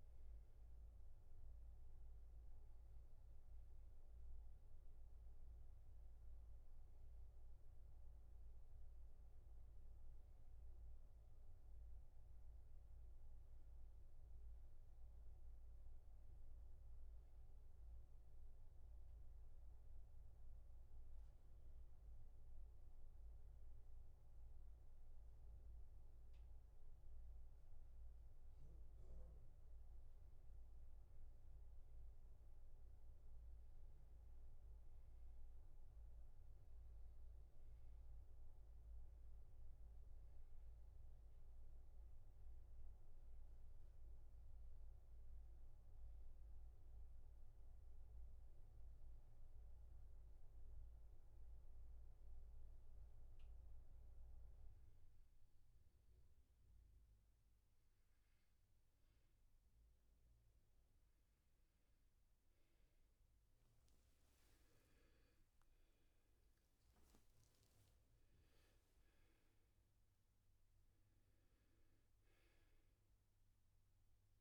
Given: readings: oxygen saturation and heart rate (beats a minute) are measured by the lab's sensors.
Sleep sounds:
breathing in sleep, hard to hear, by a room microphone; 2
0.00-8.00 s: oxygen desaturation (device-marked, oxygen 94% lowest, heart rate 66 extreme)
12.00-15.00 s: arousal
17.50-29.50 s: obstructive apnea (oxygen 98% before, 91% lowest, heart rate 72 before, 66 extreme, up 9 after)
32.50-37.00 s: arousal
35.00-49.00 s: oxygen desaturation (device-marked, oxygen 97% before, 91% lowest, heart rate 70 before, 65 extreme)
45.00-60.00 s: hypopnea (oxygen 97% before, 91% lowest, heart rate 73 before, 65 extreme)
62.50-66.50 s: arousal
63.00-74.41 s: oxygen desaturation (device-marked, oxygen 97% before, 91% lowest, heart rate 74 before, 64 extreme)
From the record:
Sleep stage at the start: N2 (light sleep); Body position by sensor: on the back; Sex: male

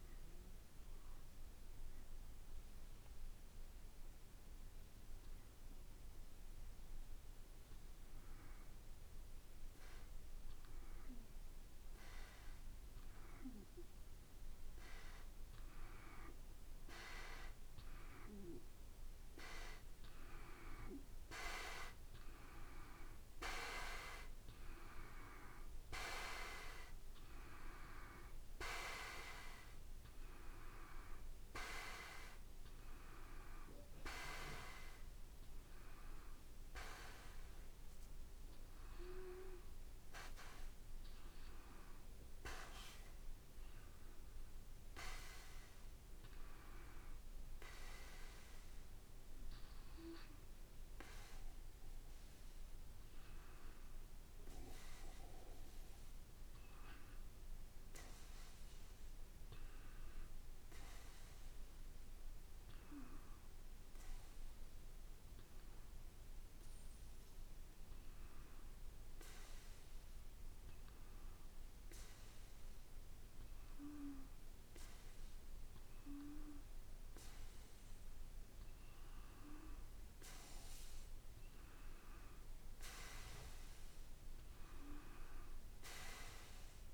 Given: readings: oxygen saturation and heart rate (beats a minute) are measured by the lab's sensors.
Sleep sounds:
breathing in sleep by a room microphone; 2
0.50-14.50 s: hypopnea (oxygen 95% before, 90% lowest, heart rate 59 before, 55 extreme, up 4 after)
11.50-30.50 s: oxygen desaturation (device-marked, oxygen 95% before, 90% lowest, heart rate 56 before, 56 extreme)
16.50-20.00 s: arousal
55.00-59.00 s: arousal
63.50-78.50 s: hypopnea (oxygen 95% before, 92% lowest, heart rate 57 before, 56 extreme, up 2 after)
81.50-86.00 s: arousal
From the record:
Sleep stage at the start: N2 (light sleep); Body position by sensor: on the back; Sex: male

